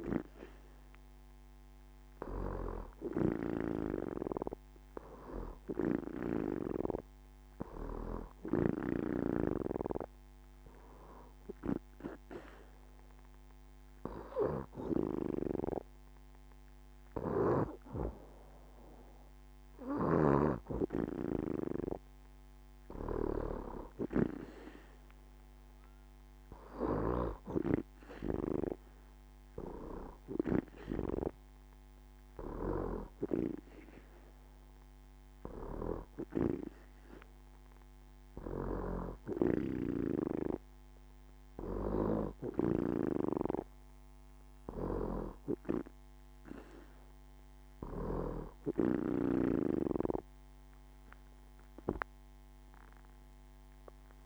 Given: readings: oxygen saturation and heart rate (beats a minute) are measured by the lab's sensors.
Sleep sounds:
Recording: breathing in sleep by a microphone on the trachea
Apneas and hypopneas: none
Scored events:
none scored
From the record:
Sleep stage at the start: N2 (light sleep)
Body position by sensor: on the back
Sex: female

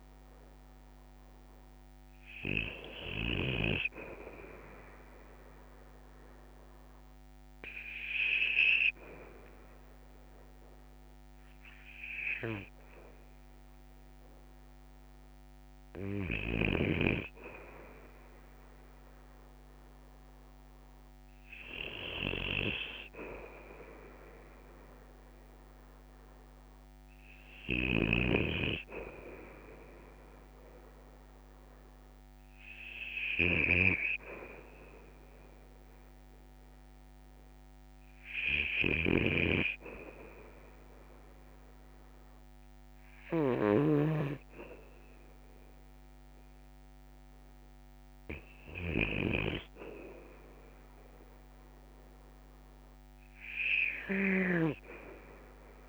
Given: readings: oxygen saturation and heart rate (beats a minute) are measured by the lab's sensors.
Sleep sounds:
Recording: breathing in sleep by a microphone on the trachea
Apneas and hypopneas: 1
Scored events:
2.00-55.89 s: new sleep stage, REM sleep
4.00-17.00 s: hypopnea (oxygen 95% before, 93% lowest, heart rate 59 before, 61 extreme, up 3 after)
22.00-26.50 s: arousal
38.50-44.00 s: snoring (device-marked)
54.00-55.89 s: snoring (device-marked)
From the record:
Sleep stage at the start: N2 (light sleep)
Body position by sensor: on the back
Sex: male

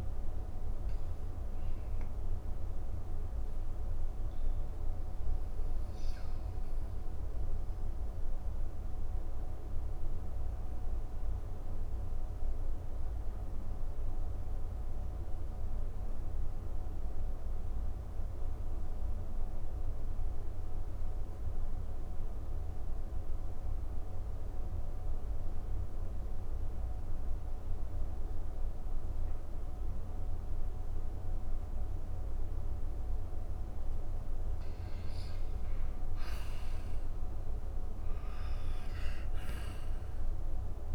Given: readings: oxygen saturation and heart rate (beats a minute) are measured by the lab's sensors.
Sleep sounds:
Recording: breathing in sleep, hard to hear, by a room microphone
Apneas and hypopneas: 1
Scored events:
7.00-33.50 s: mixed apnea (oxygen 97% before, 95% lowest, heart rate 92 before, 58 extreme)
35.50-40.00 s: arousal
From the record:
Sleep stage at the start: N2 (light sleep)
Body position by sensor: on the back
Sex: male

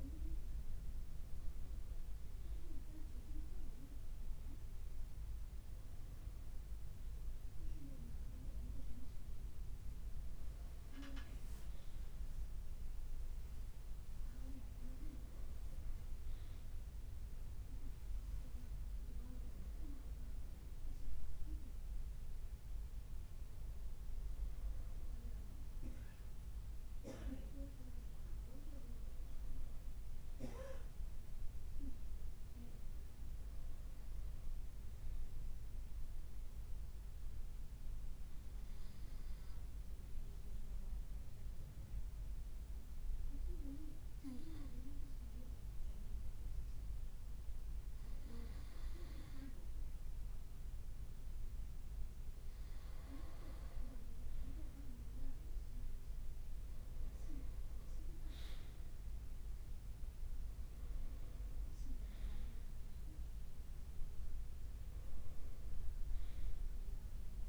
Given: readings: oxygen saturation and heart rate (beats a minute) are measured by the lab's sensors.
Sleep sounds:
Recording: breathing in sleep by a room microphone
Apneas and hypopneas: 1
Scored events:
9.00-18.00 s: leg movement (device-marked)
30.00-34.00 s: arousal
37.50-49.50 s: hypopnea (oxygen 96% before, 92% lowest, heart rate 56 before, 55 extreme, up 1 after)
55.00-60.00 s: arousal
From the record:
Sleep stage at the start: N2 (light sleep)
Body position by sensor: on the right side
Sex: male

